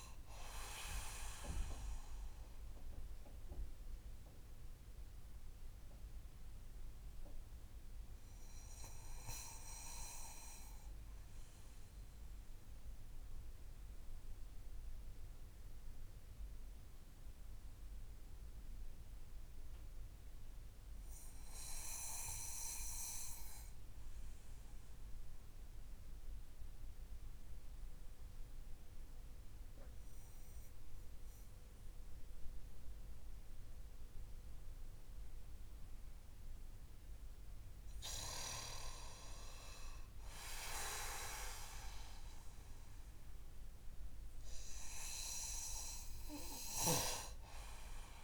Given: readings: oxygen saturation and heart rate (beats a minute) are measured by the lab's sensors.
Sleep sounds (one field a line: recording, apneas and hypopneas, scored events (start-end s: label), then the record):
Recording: breathing in sleep by a room microphone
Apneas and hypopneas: 1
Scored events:
2.00-36.00 s: mixed apnea (oxygen 98% before, 93% lowest)
38.00-42.00 s: arousal
From the record:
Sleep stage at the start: N2 (light sleep)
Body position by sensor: on the back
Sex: male